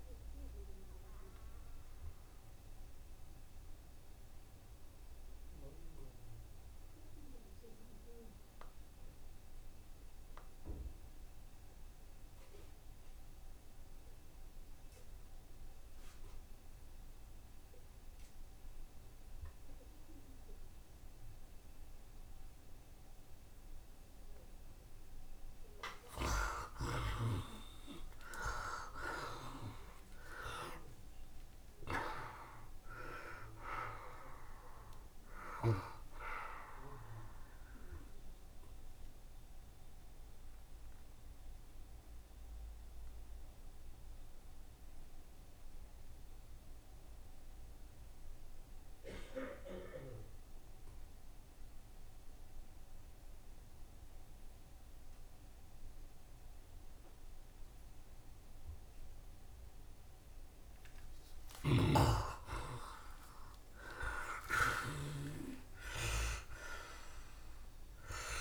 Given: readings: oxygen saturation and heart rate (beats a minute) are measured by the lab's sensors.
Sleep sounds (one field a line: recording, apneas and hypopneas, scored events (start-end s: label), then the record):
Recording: breathing in sleep by a room microphone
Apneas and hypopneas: 2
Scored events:
0.00-18.50 s: oxygen desaturation (device-marked, oxygen 58% lowest, heart rate 66 extreme)
0.50-26.00 s: obstructive apnea (oxygen 85% before, 58% lowest, heart rate 71 before, 66 extreme, up 14 after)
26.50-52.50 s: oxygen desaturation (device-marked, oxygen 81% before, 60% lowest, heart rate 69 before, 66 extreme)
28.00-33.50 s: arousal
30.50-32.50 s: long interval between heartbeats (device-marked, heart rate 69 before, 74 extreme)
38.50-62.00 s: mixed apnea (oxygen 81% before, 60% lowest, heart rate 71 before, 64 extreme, up 7 after)
54.50-68.41 s: oxygen desaturation (device-marked, oxygen 90% before, 62% lowest, heart rate 69 before, 64 extreme)
63.00-68.41 s: arousal
From the record:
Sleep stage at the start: N2 (light sleep)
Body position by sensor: on the right side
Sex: male